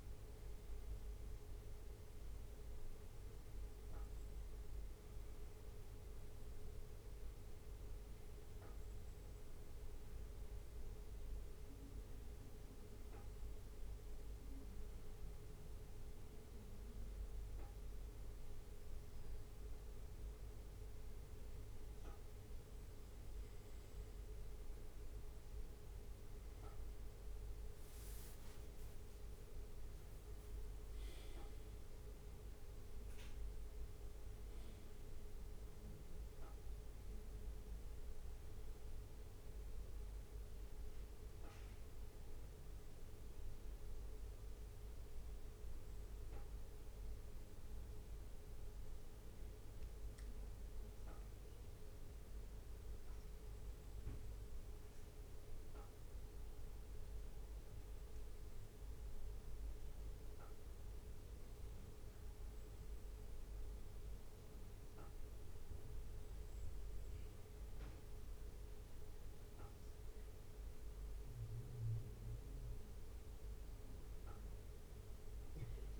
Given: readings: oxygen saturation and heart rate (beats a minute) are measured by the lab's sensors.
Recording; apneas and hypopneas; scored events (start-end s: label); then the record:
breathing in sleep, hard to hear, by a room microphone; 2
0.00-4.00 s: arousal
0.00-21.00 s: bradycardia (device-marked, heart rate 56 extreme)
5.50-20.50 s: obstructive apnea (oxygen 98% before, 97% lowest, heart rate 58 before, 56 extreme, up 4 after)
23.00-26.00 s: arousal
34.00-49.00 s: bradycardia (device-marked, heart rate 59 before, 57 extreme)
42.50-65.00 s: obstructive apnea (oxygen 99% before, 96% lowest, heart rate 60 before, 55 extreme, up 2 after)
58.00-68.00 s: bradycardia (device-marked, heart rate 59 before, 58 extreme)
71.50-76.00 s: arousal
74.00-76.00 s: bradycardia (device-marked, heart rate 59 before, 55 extreme)
From the record:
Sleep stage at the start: N2 (light sleep); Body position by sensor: on the back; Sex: male